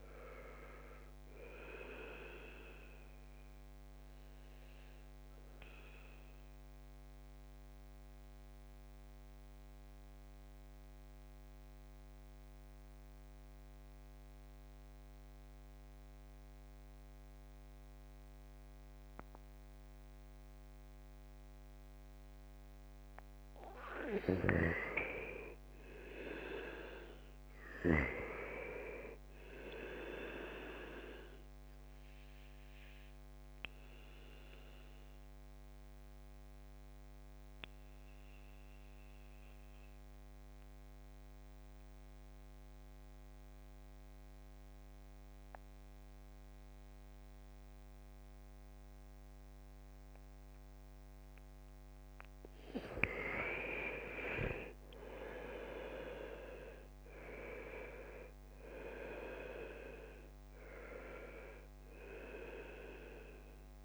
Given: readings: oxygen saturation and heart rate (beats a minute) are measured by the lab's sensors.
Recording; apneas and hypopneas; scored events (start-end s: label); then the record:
breathing in sleep by a microphone on the trachea; 2
0.00-17.00 s: oxygen desaturation (device-marked, oxygen 87% lowest, heart rate 62 extreme)
2.50-22.00 s: central apnea (oxygen 98% before, 86% lowest, heart rate 69 before, 62 extreme, up 1 after)
24.00-27.50 s: arousal
30.00-49.00 s: oxygen desaturation (device-marked, oxygen 98% before, 87% lowest, heart rate 67 before, 63 extreme)
31.50-51.50 s: obstructive apnea (oxygen 99% before, 86% lowest, heart rate 67 before, 63 extreme, up 4 after)
51.00-63.85 s: oxygen desaturation (device-marked, oxygen 97% before, 86% lowest, heart rate 68 before, 63 extreme)
53.00-58.00 s: arousal
From the record:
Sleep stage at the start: N2 (light sleep); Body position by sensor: on the back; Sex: male